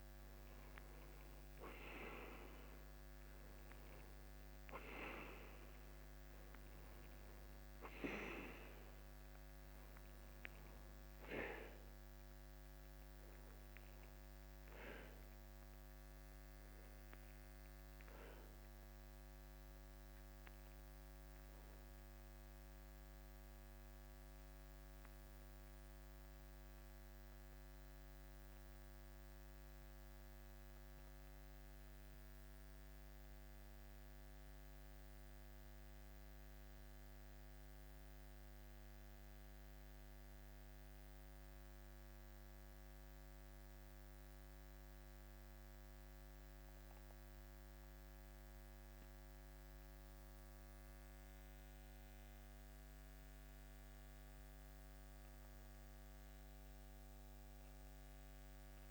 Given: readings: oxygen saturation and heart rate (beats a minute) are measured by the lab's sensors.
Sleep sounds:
breathing in sleep by a microphone on the trachea; 1
0.00-8.00 s: oxygen desaturation (device-marked, oxygen 93% lowest, heart rate 51 extreme)
29.00-52.50 s: central apnea (oxygen 94% before, 91% lowest, heart rate 54 before, 51 extreme, up 1 after)
56.00-58.91 s: arousal
From the record:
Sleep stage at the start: N2 (light sleep); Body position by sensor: on the back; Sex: male

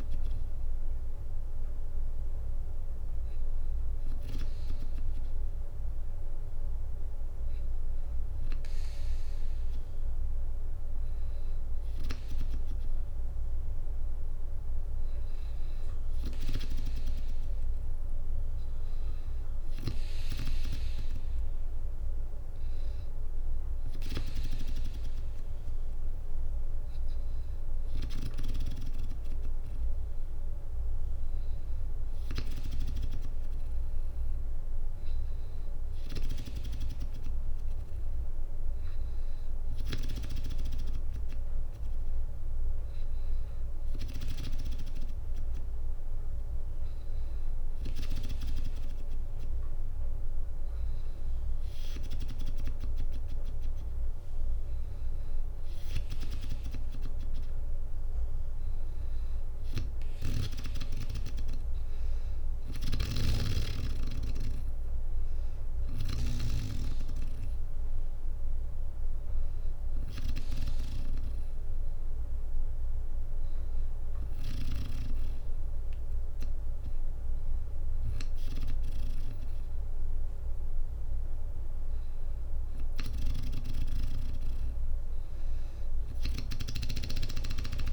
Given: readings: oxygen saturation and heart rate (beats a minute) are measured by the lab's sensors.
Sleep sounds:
breathing in sleep by a room microphone; none
0.00-2.00 s: drop in pulse transit time (device-marked, heart rate 61 extreme)
59.00-65.50 s: snoring (device-marked)
59.50-62.50 s: arousal
61.00-72.00 s: drop in pulse transit time (device-marked, heart rate 63 before, 61 extreme)
85.50-87.93 s: snoring (device-marked)
From the record:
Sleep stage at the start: N2 (light sleep); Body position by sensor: on the back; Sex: female

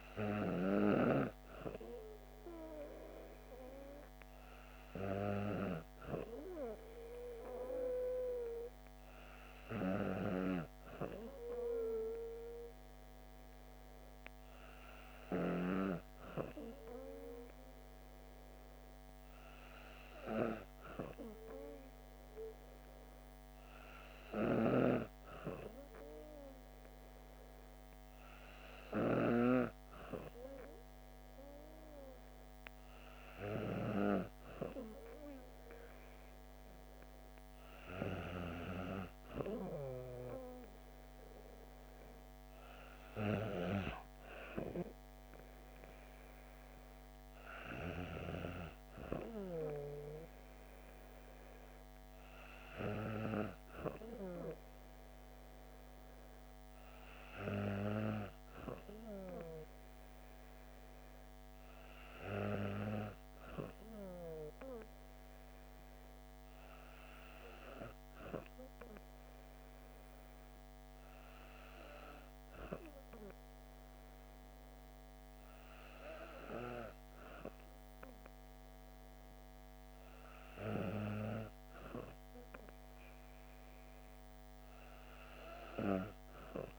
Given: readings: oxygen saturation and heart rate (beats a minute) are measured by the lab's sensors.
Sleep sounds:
breathing in sleep by a microphone on the trachea; none
none scored
From the record:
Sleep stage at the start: N2 (light sleep); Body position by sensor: on the back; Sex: female

